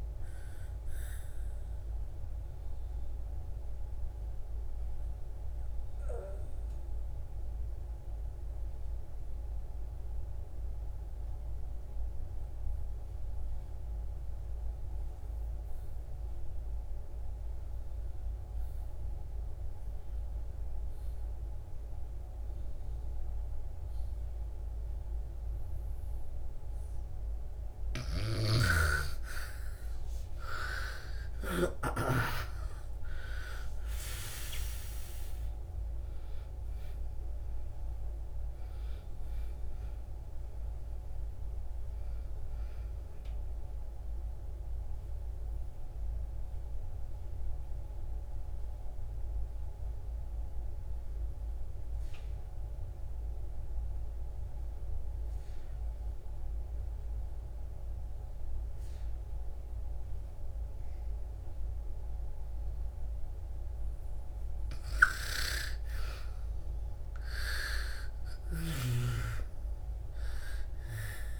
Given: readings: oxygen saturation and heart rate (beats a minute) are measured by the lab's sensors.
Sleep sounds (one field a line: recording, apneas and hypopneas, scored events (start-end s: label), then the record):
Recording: breathing in sleep by a room microphone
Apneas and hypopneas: 2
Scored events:
0.00-18.00 s: oxygen desaturation (device-marked, oxygen 82% lowest, heart rate 57 extreme)
1.50-26.00 s: obstructive apnea (oxygen 97% before, 79% lowest, heart rate 66 before, 57 extreme, up 13 after)
23.00-58.00 s: oxygen desaturation (device-marked, oxygen 98% before, 79% lowest, heart rate 60 before, 58 extreme)
28.00-31.50 s: snoring (device-marked)
29.50-33.50 s: arousal
44.00-62.50 s: obstructive apnea (oxygen 98% before, 79% lowest, heart rate 69 before, 57 extreme, up 9 after)
64.00-71.40 s: oxygen desaturation (device-marked, oxygen 98% before, 82% lowest, heart rate 61 before, 57 extreme)
65.00-69.00 s: arousal
From the record:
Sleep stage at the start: N2 (light sleep)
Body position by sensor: on the back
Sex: female